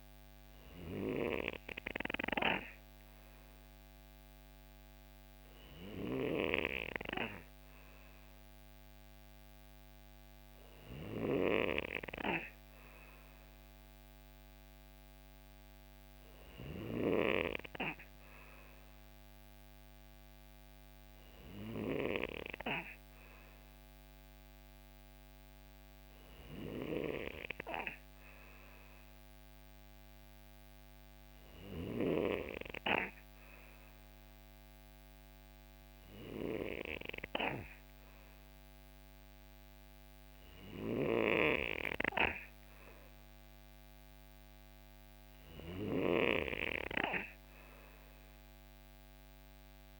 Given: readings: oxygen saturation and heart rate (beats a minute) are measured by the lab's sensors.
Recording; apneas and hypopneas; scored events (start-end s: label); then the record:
breathing in sleep by a microphone on the trachea; 1
34.50-44.50 s: hypopnea (oxygen 93% before, 90% lowest, heart rate 64 before, 63 extreme, up 7 after)
48.00-50.00 s: arousal
From the record:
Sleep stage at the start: N2 (light sleep); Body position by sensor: on the right side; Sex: male